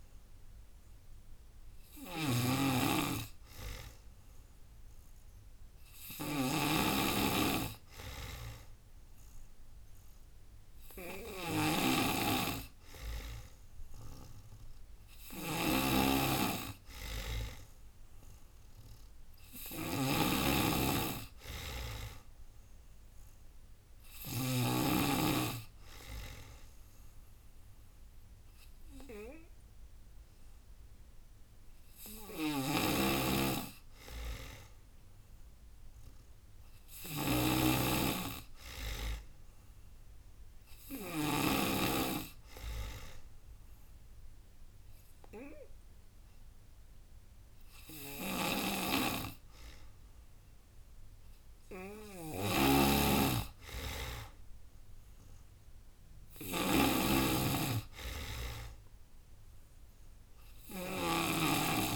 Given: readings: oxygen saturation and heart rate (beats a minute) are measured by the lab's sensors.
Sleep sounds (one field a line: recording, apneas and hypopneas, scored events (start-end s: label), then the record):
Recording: breathing in sleep by a room microphone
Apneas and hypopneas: none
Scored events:
0.00-1.00 s: long interval between heartbeats (device-marked, heart rate 121 extreme)
0.00-24.50 s: snoring (device-marked)
0.00-61.96 s: tachycardia (device-marked, heart rate 179 extreme)
2.00-4.00 s: long interval between heartbeats (device-marked, heart rate 137 before, 124 extreme)
5.50-7.50 s: long interval between heartbeats (device-marked, heart rate 131 before, 150 extreme)
8.00-10.00 s: long interval between heartbeats (device-marked, heart rate 132 before, 140 extreme)
10.50-12.50 s: long interval between heartbeats (device-marked, heart rate 135 before, 140 extreme)
13.00-15.00 s: long interval between heartbeats (device-marked, heart rate 136 before, 144 extreme)
17.00-19.00 s: long interval between heartbeats (device-marked, heart rate 139 before, 127 extreme)
19.00-21.00 s: long interval between heartbeats (device-marked, heart rate 139 before, 124 extreme)
24.00-26.00 s: long interval between heartbeats (device-marked, heart rate 137 before, 117 extreme)
27.50-29.50 s: long interval between heartbeats (device-marked, heart rate 132 before, 121 extreme)
30.00-32.00 s: long interval between heartbeats (device-marked, heart rate 129 before, 107 extreme)
32.00-41.50 s: snoring (device-marked)
33.50-35.50 s: long interval between heartbeats (device-marked, heart rate 122 before, 129 extreme)
36.50-38.50 s: long interval between heartbeats (device-marked, heart rate 120 before, 130 extreme)
42.00-44.00 s: long interval between heartbeats (device-marked, heart rate 121 before, 128 extreme)
42.50-48.50 s: oxygen desaturation (device-marked, oxygen 95% before, 92% lowest, heart rate 122 before, 105 extreme)
44.50-46.50 s: long interval between heartbeats (device-marked, heart rate 123 before, 140 extreme)
47.50-49.50 s: long interval between heartbeats (device-marked, heart rate 127 before, 147 extreme)
48.00-61.96 s: snoring (device-marked)
49.50-56.50 s: drop in pulse transit time (device-marked, heart rate 130 before, 116 extreme)
50.00-52.00 s: long interval between heartbeats (device-marked, heart rate 130 before, 156 extreme)
56.00-58.00 s: long interval between heartbeats (device-marked, heart rate 138 before, 109 extreme)
58.50-60.50 s: long interval between heartbeats (device-marked, heart rate 135 before, 118 extreme)
60.50-61.96 s: long interval between heartbeats (device-marked, heart rate 135 before, 129 extreme)
From the record:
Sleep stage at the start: N2 (light sleep)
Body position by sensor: on the back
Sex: female